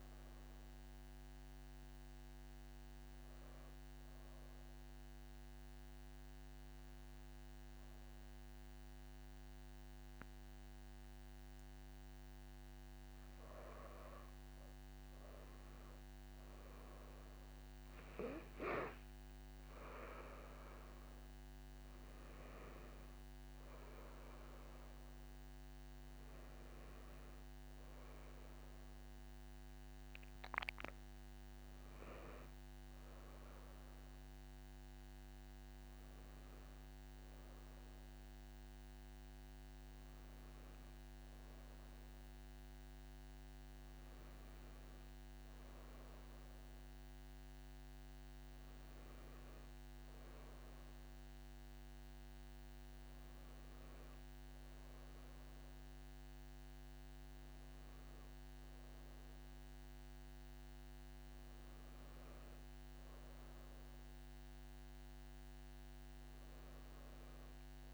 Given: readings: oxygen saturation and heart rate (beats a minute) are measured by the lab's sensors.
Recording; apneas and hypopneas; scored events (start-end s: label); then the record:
breathing in sleep, hard to hear, by a microphone on the trachea; 1
2.50-15.00 s: obstructive apnea (oxygen 96% before, 91% lowest)
18.00-21.50 s: arousal
22.50-43.50 s: oxygen desaturation (device-marked, oxygen 96% before, 91% lowest)
62.00-65.50 s: arousal
From the record:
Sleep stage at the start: N2 (light sleep); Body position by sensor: on the back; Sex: female